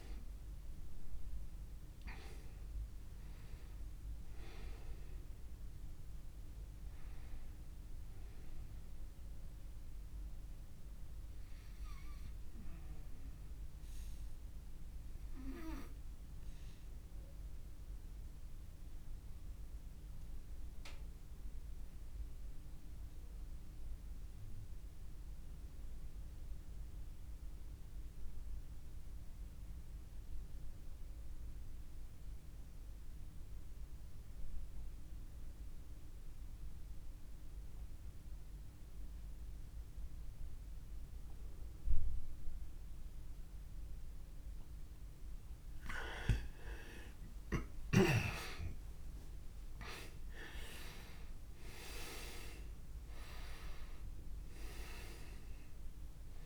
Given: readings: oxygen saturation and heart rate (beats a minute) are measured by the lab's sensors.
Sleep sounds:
breathing in sleep by a room microphone; 1
0.00-25.50 s: oxygen desaturation (device-marked, oxygen 82% lowest)
12.00-44.00 s: obstructive apnea (oxygen 95% before, 82% lowest)
45.50-50.00 s: arousal
46.50-56.46 s: oxygen desaturation (device-marked, oxygen 98% before, 86% lowest)
From the record:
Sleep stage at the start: N2 (light sleep); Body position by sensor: on the back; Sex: male

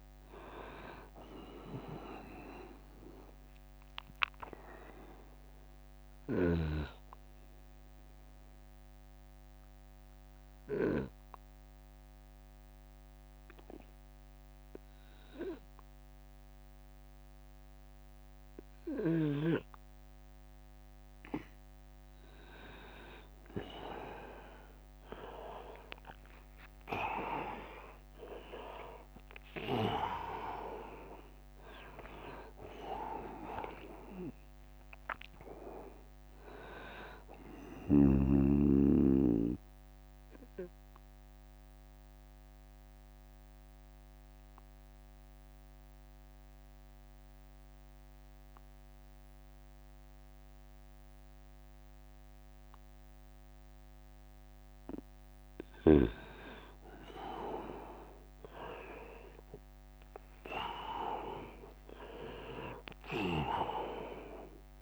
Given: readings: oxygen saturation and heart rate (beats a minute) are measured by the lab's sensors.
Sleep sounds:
breathing in sleep by a microphone on the trachea; 2
0.00-5.50 s: drop in pulse transit time (device-marked, heart rate 75 extreme)
2.50-18.50 s: oxygen desaturation (device-marked, oxygen 97% before, 93% lowest, heart rate 79 before, 65 extreme)
4.00-20.00 s: obstructive apnea (oxygen 99% before, 93% lowest, heart rate 79 before, 65 extreme, up 9 after)
21.50-23.50 s: long interval between heartbeats (device-marked, heart rate 73 before, 70 extreme)
23.00-27.00 s: arousal
32.50-52.50 s: oxygen desaturation (device-marked, oxygen 100% before, 96% lowest, heart rate 71 before, 67 extreme)
37.50-53.50 s: obstructive apnea (oxygen 100% before, 94% lowest, heart rate 73 before, 67 extreme, up 18 after)
56.50-60.50 s: arousal
57.50-64.82 s: drop in pulse transit time (device-marked, heart rate 77 before, 78 extreme)
From the record:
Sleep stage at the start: N2 (light sleep); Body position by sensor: on the right side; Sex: male

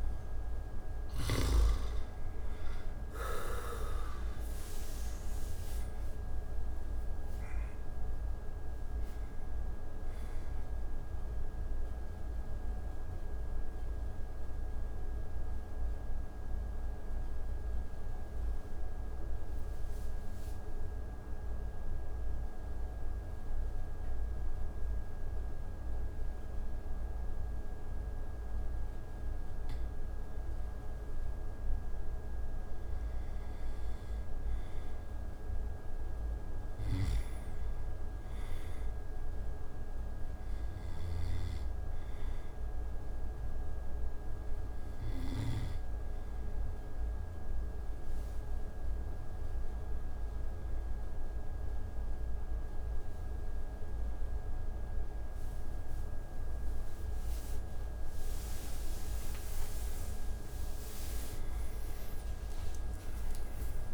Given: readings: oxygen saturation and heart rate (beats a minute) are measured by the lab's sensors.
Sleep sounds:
breathing in sleep, hard to hear, by a room microphone; 2
0.00-1.00 s: snoring (device-marked)
0.00-5.00 s: arousal
0.00-30.50 s: oxygen desaturation (device-marked, oxygen 83% lowest)
11.50-31.00 s: mixed apnea (oxygen 97% before, 83% lowest)
32.50-36.50 s: arousal
36.00-40.50 s: snoring (device-marked)
37.50-56.50 s: oxygen desaturation (device-marked, oxygen 99% before, 90% lowest)
41.50-55.00 s: obstructive apnea (oxygen 99% before, 90% lowest)
58.00-63.50 s: arousal
From the record:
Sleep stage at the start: N2 (light sleep); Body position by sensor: on the back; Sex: male

